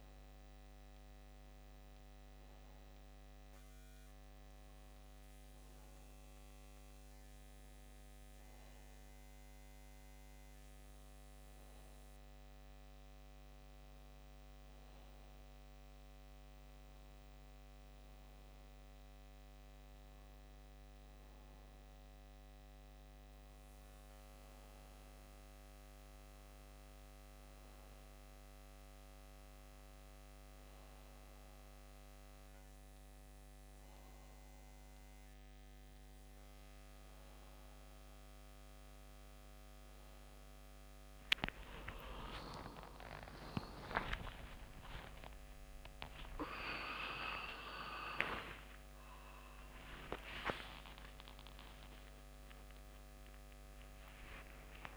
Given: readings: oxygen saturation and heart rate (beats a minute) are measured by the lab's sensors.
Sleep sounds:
breathing in sleep by a microphone on the trachea; none
41.50-54.97 s: tachycardia (device-marked, heart rate 67 before, 195 extreme)
42.50-44.50 s: long interval between heartbeats (device-marked, heart rate 68 before, 88 extreme)
44.50-46.50 s: long interval between heartbeats (device-marked, heart rate 71 before, 136 extreme)
47.00-49.00 s: long interval between heartbeats (device-marked, heart rate 78 before, 149 extreme)
48.50-54.97 s: new sleep stage, awake
52.50-54.50 s: long interval between heartbeats (device-marked, heart rate 99 before, 109 extreme)
From the record:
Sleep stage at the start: N2 (light sleep); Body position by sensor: on the back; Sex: male

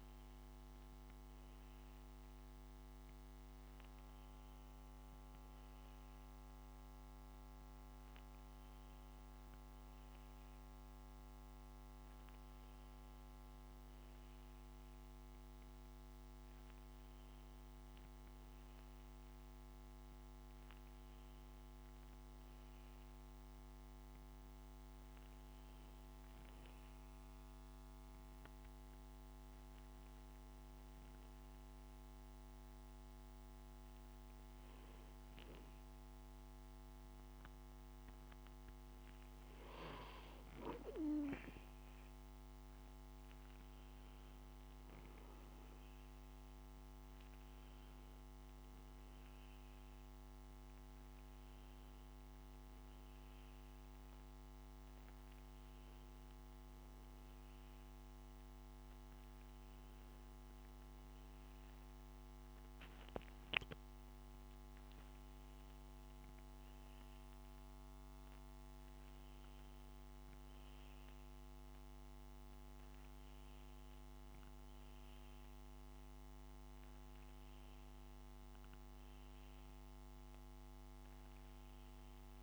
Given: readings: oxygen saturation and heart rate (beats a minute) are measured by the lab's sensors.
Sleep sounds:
breathing in sleep, hard to hear, by a microphone on the trachea; none
21.50-81.50 s: new sleep stage, N2 (light sleep)
81.50-82.43 s: new sleep stage, awake
From the record:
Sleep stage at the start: N1 (lightest sleep); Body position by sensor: on the back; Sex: male

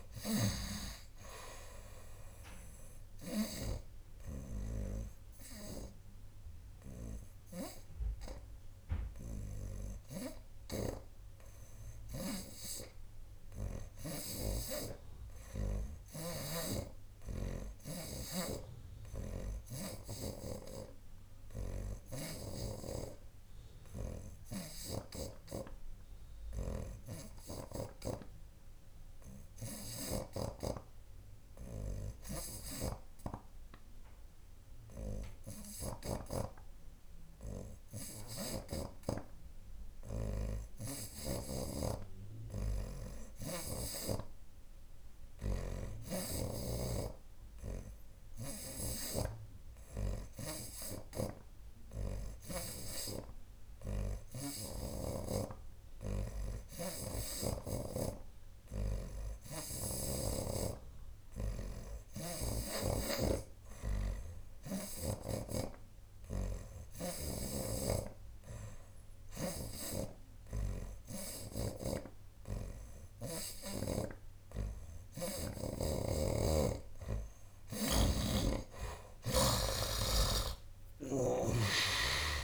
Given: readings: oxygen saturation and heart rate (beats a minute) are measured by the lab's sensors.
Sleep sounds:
breathing in sleep by a room microphone; 1
1.00-21.00 s: oxygen desaturation (device-marked, oxygen 61% before, 53% lowest, heart rate 89 before, 78 extreme)
6.00-74.50 s: hypopnea (oxygen 64% before, 52% lowest, heart rate 92 before, 78 extreme, up 18 after)
10.50-14.50 s: snoring (device-marked)
16.50-20.50 s: snoring (device-marked)
23.00-78.00 s: oxygen desaturation (device-marked, oxygen 89% before, 55% lowest, heart rate 84 before, 78 extreme)
32.50-36.50 s: snoring (device-marked)
46.00-53.00 s: snoring (device-marked)
70.00-74.00 s: snoring (device-marked)
76.00-79.50 s: snoring (device-marked)
78.00-82.00 s: tachycardia (device-marked, heart rate 84 before, 102 extreme)
78.50-82.44 s: arousal
79.50-81.50 s: long interval between heartbeats (device-marked, heart rate 88 before, 100 extreme)
80.00-82.44 s: oxygen desaturation (device-marked, oxygen 57% before, 52% lowest, heart rate 88 before, 75 extreme)
From the record:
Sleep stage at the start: N2 (light sleep); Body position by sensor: on the right side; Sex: male

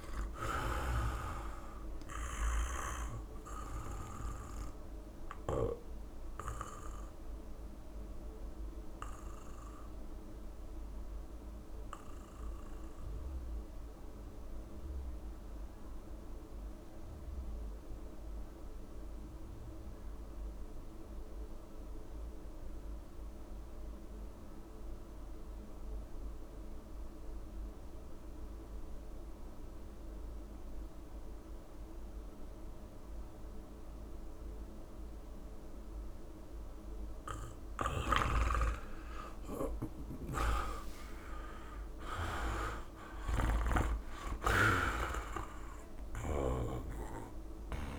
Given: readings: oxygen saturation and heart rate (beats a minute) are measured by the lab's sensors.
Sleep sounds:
breathing in sleep by a room microphone; 1
0.00-20.50 s: oxygen desaturation (device-marked, oxygen 83% lowest)
2.50-37.00 s: obstructive apnea (oxygen 99% before, 83% lowest)
35.50-47.98 s: oxygen desaturation (device-marked, oxygen 98% before, 83% lowest)
37.50-46.50 s: snoring (device-marked)
40.00-43.50 s: arousal
From the record:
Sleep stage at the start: N2 (light sleep); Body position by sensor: on the back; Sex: male

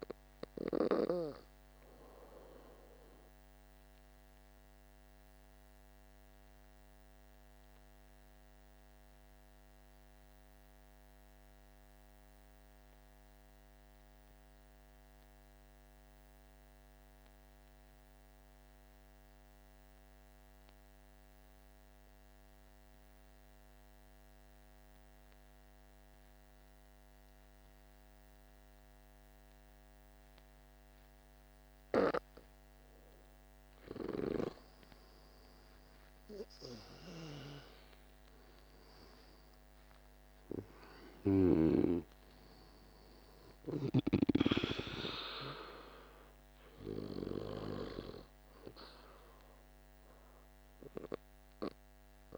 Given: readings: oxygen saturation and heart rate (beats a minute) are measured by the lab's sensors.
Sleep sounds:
breathing in sleep by a microphone on the trachea; 1
0.00-12.00 s: oxygen desaturation (device-marked, oxygen 88% lowest, heart rate 48 extreme)
4.00-32.50 s: obstructive apnea (oxygen 98% before, 86% lowest, heart rate 55 before, 48 extreme, up 13 after)
30.00-52.37 s: oxygen desaturation (device-marked, oxygen 99% before, 86% lowest, heart rate 49 before, 48 extreme)
35.00-39.50 s: arousal
From the record:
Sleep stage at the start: N2 (light sleep); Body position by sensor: on the back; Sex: male

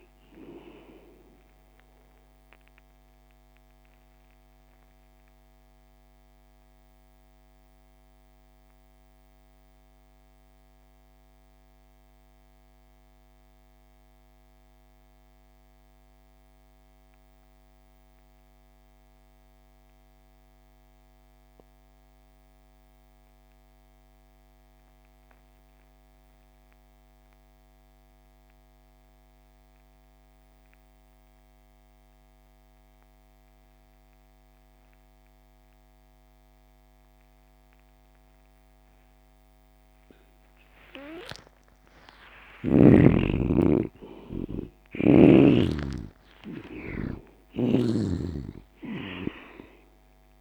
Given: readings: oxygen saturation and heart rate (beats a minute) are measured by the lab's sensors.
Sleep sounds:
breathing in sleep by a microphone on the trachea; 1
0.00-17.00 s: oxygen desaturation (device-marked, oxygen 74% lowest)
4.50-41.50 s: mixed apnea (oxygen 98% before, 74% lowest)
35.00-50.41 s: oxygen desaturation (device-marked, oxygen 98% before, 75% lowest)
42.00-47.50 s: arousal
47.00-50.41 s: snoring (device-marked)
From the record:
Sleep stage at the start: N2 (light sleep); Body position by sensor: on the back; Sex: male

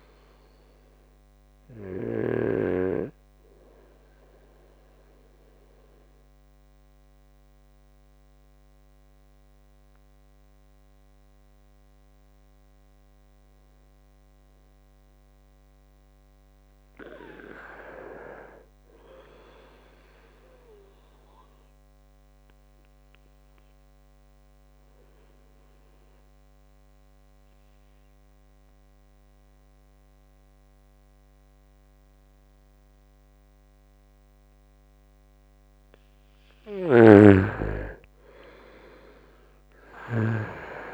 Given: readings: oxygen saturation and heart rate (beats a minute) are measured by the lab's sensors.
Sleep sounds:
breathing in sleep by a microphone on the trachea; 2
0.00-16.50 s: oxygen desaturation (device-marked, oxygen 87% lowest, heart rate 65 extreme)
3.00-14.00 s: obstructive apnea (oxygen 98% before, 87% lowest, heart rate 71 before, 65 extreme, up 4 after)
16.00-19.50 s: arousal
22.00-34.00 s: obstructive apnea (oxygen 99% before, 87% lowest, heart rate 70 before, 66 extreme, up 6 after)
36.50-40.50 s: arousal
37.50-40.94 s: oxygen desaturation (device-marked, oxygen 97% before, 87% lowest, heart rate 68 before, 64 extreme)
From the record:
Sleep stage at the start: N2 (light sleep); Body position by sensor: on the right side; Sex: male

